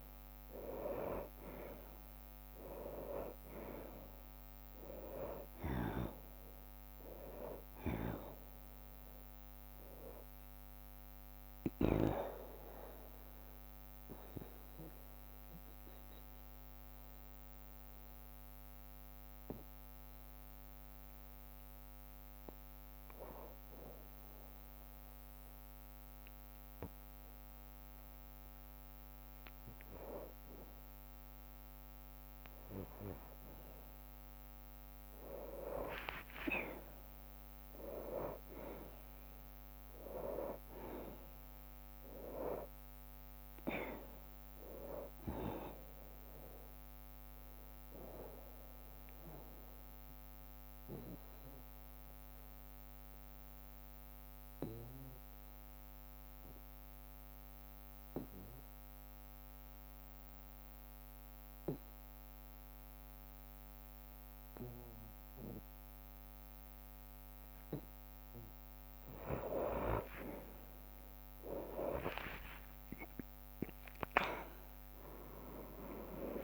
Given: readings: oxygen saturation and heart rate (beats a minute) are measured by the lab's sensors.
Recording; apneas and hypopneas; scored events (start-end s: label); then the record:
breathing in sleep by a microphone on the trachea; 2
0.00-2.00 s: long interval between heartbeats (device-marked, heart rate 53 before, 52 extreme)
0.00-9.50 s: oxygen desaturation (device-marked, oxygen 93% lowest, heart rate 56 extreme)
0.00-11.50 s: drop in pulse transit time (device-marked, heart rate 45 extreme)
11.50-27.50 s: oxygen desaturation (device-marked, oxygen 96% before, 90% lowest, heart rate 59 before, 53 extreme)
11.50-30.00 s: obstructive apnea (oxygen 97% before, 90% lowest, heart rate 59 before, 53 extreme, up 2 after)
12.50-38.50 s: bradycardia (device-marked, heart rate 73 before, 53 extreme)
34.00-39.00 s: arousal
36.50-60.50 s: oxygen desaturation (device-marked, oxygen 98% before, 93% lowest, heart rate 57 before, 53 extreme)
39.50-50.50 s: drop in pulse transit time (device-marked, heart rate 56 before, 57 extreme)
42.50-44.50 s: long interval between heartbeats (device-marked, heart rate 57 before, 76 extreme)
48.00-68.00 s: obstructive apnea (oxygen 98% before, 91% lowest, heart rate 62 before, 25 extreme, up 34 after)
49.50-63.50 s: bradycardia (device-marked, heart rate 73 before, 53 extreme)
67.00-69.00 s: long interval between heartbeats (device-marked, heart rate 60 before, 63 extreme)
70.50-75.00 s: arousal
70.50-76.44 s: drop in pulse transit time (device-marked, heart rate 59 before, 25 extreme)
73.50-76.44 s: tachycardia (device-marked, heart rate 70 before, 139 extreme)
74.50-76.44 s: oxygen desaturation (device-marked, oxygen 97% before, 92% lowest, heart rate 61 before, 25 extreme)
From the record:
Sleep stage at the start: N2 (light sleep); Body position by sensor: on the back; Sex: male